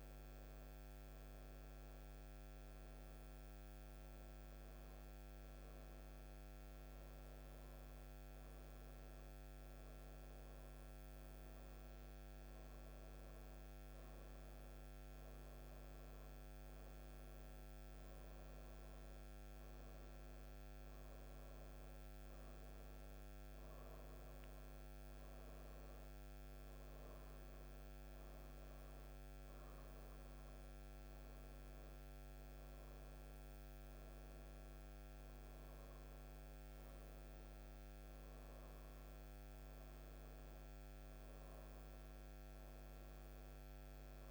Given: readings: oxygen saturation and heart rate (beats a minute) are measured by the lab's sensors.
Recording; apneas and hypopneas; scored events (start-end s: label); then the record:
breathing in sleep, hard to hear, by a microphone on the trachea; none
none scored
From the record:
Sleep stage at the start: N1 (lightest sleep); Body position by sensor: on the right side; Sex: female